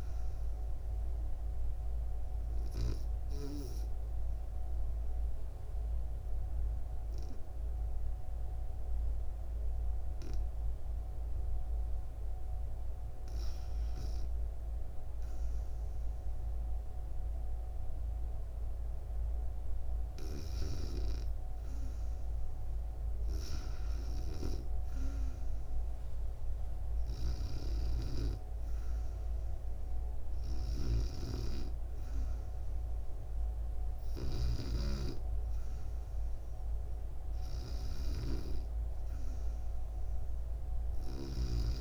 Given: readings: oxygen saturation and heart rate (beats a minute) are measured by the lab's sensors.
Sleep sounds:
breathing in sleep by a room microphone; 1
0.50-13.00 s: obstructive apnea (oxygen 97% before, 93% lowest, heart rate 71 before, 69 extreme, up 2 after)
17.50-20.50 s: arousal
From the record:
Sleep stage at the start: REM sleep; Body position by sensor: on the back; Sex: female

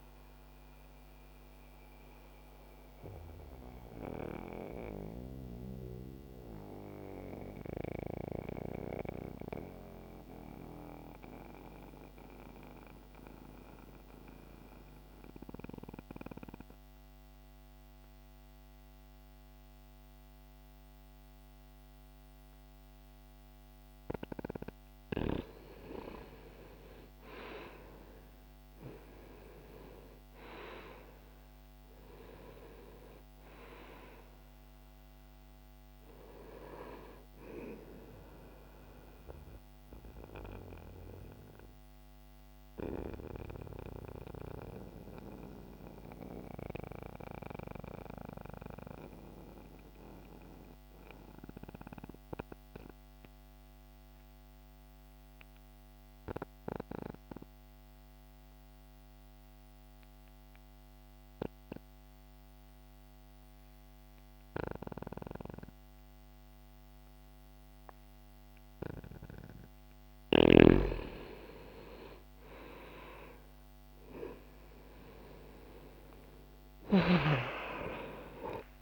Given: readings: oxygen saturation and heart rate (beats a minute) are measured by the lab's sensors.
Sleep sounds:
breathing in sleep by a microphone on the trachea; 2
0.50-24.00 s: mixed apnea (oxygen 98% before, 87% lowest, heart rate 58 before, 53 extreme, up 0 after)
2.00-11.00 s: oxygen desaturation (device-marked, oxygen 95% before, 89% lowest, heart rate 58 before, 53 extreme)
26.00-30.50 s: arousal
29.00-59.00 s: oxygen desaturation (device-marked, oxygen 97% before, 87% lowest, heart rate 63 before, 44 extreme)
39.50-69.00 s: mixed apnea (oxygen 97% before, 87% lowest, heart rate 59 before, 44 extreme)
67.00-78.82 s: new sleep stage, awake
73.00-78.82 s: oxygen desaturation (device-marked, oxygen 97% before, 91% lowest, heart rate 63 before, 57 extreme)
From the record:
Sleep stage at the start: N2 (light sleep); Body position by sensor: on the back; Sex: male

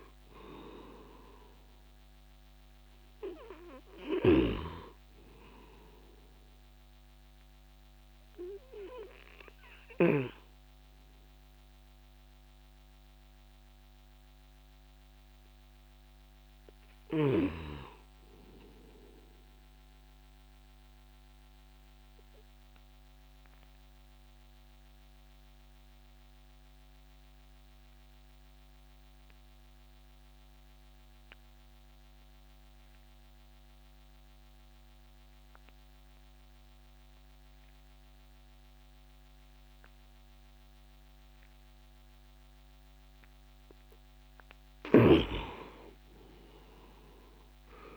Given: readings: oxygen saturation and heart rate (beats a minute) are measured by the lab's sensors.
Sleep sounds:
breathing in sleep by a microphone on the trachea; 1
0.00-21.50 s: oxygen desaturation (device-marked, oxygen 90% lowest, heart rate 57 extreme)
19.00-43.00 s: obstructive apnea (oxygen 98% before, 88% lowest, heart rate 66 before, 56 extreme, up 12 after)
43.50-47.97 s: oxygen desaturation (device-marked, oxygen 98% before, 88% lowest, heart rate 64 before, 56 extreme)
46.00-47.97 s: arousal
From the record:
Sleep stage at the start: N2 (light sleep); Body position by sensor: on the back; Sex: male

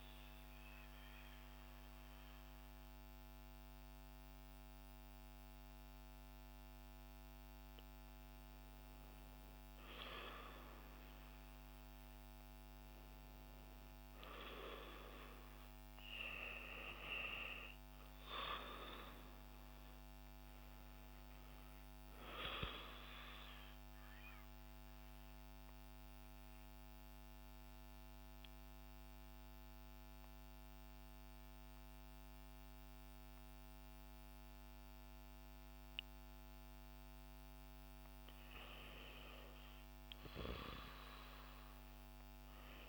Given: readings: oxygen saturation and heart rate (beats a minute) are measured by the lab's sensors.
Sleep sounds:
breathing in sleep by a microphone on the trachea; 1
12.00-16.00 s: arousal
23.50-37.00 s: obstructive apnea (oxygen 97% before, 90% lowest, heart rate 62 before, 58 extreme, up 5 after)
From the record:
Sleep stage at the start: REM sleep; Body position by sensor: on the back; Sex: female

